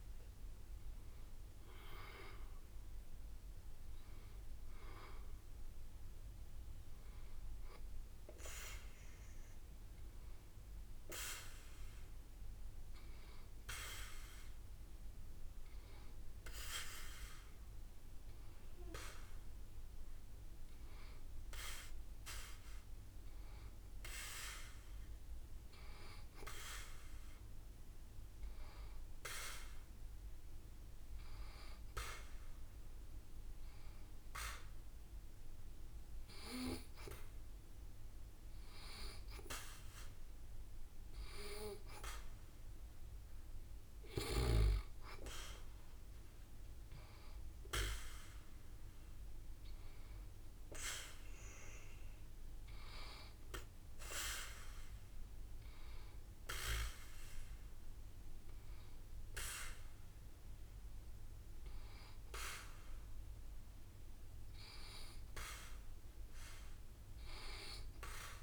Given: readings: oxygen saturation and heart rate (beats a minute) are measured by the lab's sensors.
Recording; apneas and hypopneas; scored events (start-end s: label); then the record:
breathing in sleep by a room microphone; none
8.50-10.50 s: long interval between heartbeats (device-marked, heart rate 73 before, 74 extreme)
From the record:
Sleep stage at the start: N2 (light sleep); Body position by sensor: on the back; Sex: female